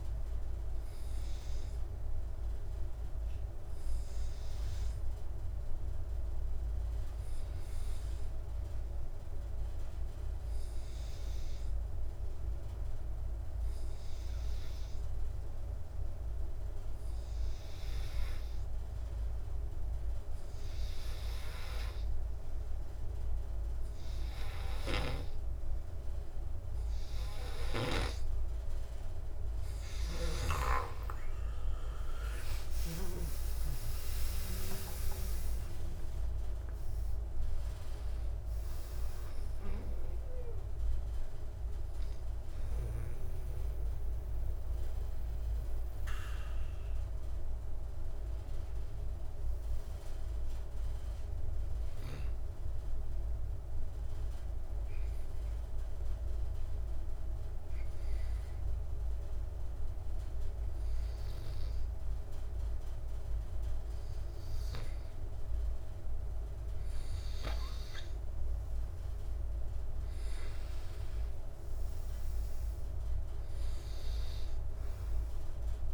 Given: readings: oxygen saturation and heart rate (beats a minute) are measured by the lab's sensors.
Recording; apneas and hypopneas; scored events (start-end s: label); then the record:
breathing in sleep by a room microphone; 2
0.00-9.00 s: oxygen desaturation (device-marked, oxygen 90% lowest)
11.00-29.50 s: obstructive apnea (oxygen 98% before, 90% lowest)
26.00-48.00 s: oxygen desaturation (device-marked, oxygen 97% before, 90% lowest)
32.00-35.50 s: arousal
53.50-66.00 s: obstructive apnea (oxygen 96% before, 89% lowest)
67.50-71.00 s: arousal
73.00-75.94 s: oxygen desaturation (device-marked, oxygen 99% before, 92% lowest)
From the record:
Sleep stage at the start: N2 (light sleep); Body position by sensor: on the back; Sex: male